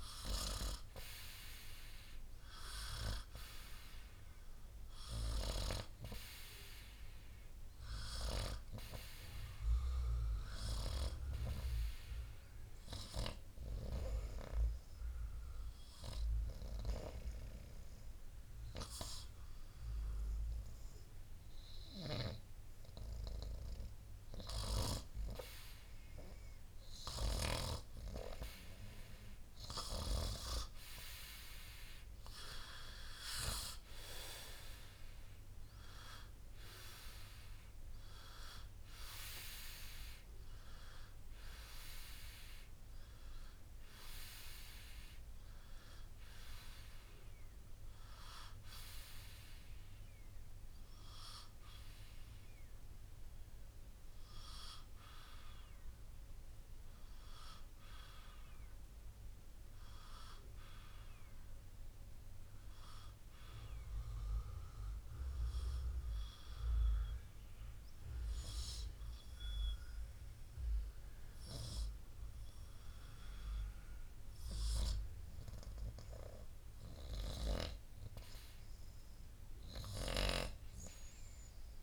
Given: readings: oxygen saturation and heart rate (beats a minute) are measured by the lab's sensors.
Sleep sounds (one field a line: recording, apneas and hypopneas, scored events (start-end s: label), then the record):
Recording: breathing in sleep by a room microphone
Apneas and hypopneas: 2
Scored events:
12.00-25.50 s: hypopnea (oxygen 95% before, 91% lowest, heart rate 61 before, 63 extreme, up 2 after)
32.50-37.00 s: arousal
39.50-47.50 s: oxygen desaturation (device-marked, oxygen 94% before, 91% lowest, heart rate 65 before, 59 extreme)
65.50-76.50 s: obstructive apnea (oxygen 94% before, 91% lowest, heart rate 61 before, 57 extreme, up 2 after)
From the record:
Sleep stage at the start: N2 (light sleep)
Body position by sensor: on the right side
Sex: male